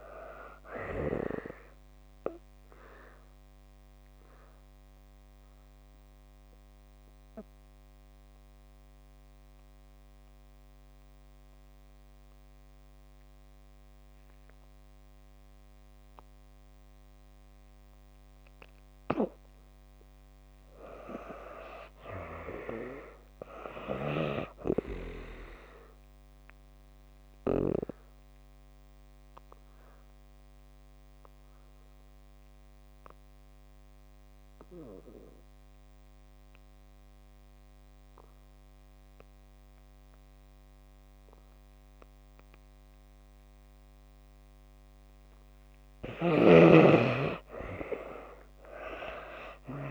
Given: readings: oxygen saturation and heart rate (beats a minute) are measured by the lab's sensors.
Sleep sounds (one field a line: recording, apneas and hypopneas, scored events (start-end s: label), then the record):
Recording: breathing in sleep by a microphone on the trachea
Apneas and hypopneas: 2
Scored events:
0.00-24.50 s: oxygen desaturation (device-marked, oxygen 72% lowest)
2.50-20.00 s: obstructive apnea (oxygen 95% before, 72% lowest)
21.00-24.00 s: arousal
26.50-44.50 s: oxygen desaturation (device-marked, oxygen 97% before, 80% lowest)
26.50-45.50 s: obstructive apnea (oxygen 97% before, 73% lowest)
46.50-49.91 s: oxygen desaturation (device-marked, oxygen 94% before, 73% lowest)
47.50-49.91 s: arousal
From the record:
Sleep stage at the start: N2 (light sleep)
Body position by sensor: on the back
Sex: female